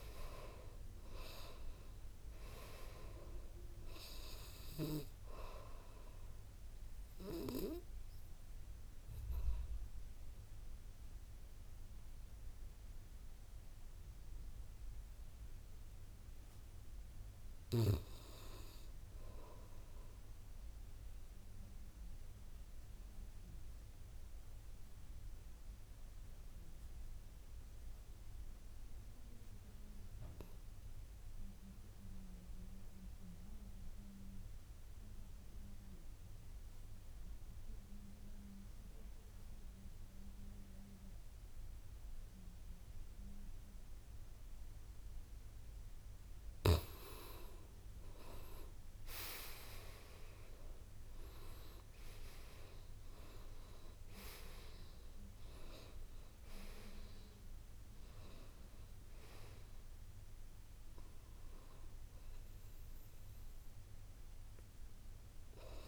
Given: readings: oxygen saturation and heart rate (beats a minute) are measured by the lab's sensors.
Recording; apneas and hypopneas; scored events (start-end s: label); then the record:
breathing in sleep by a room microphone; 1
0.00-21.50 s: oxygen desaturation (device-marked, oxygen 79% lowest, heart rate 54 extreme)
21.00-46.00 s: obstructive apnea (oxygen 96% before, 76% lowest, heart rate 61 before, 55 extreme, up 10 after)
37.50-65.88 s: oxygen desaturation (device-marked, oxygen 98% before, 76% lowest, heart rate 59 before, 54 extreme)
48.00-52.50 s: arousal
From the record:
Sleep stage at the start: N2 (light sleep); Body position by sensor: on the back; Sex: male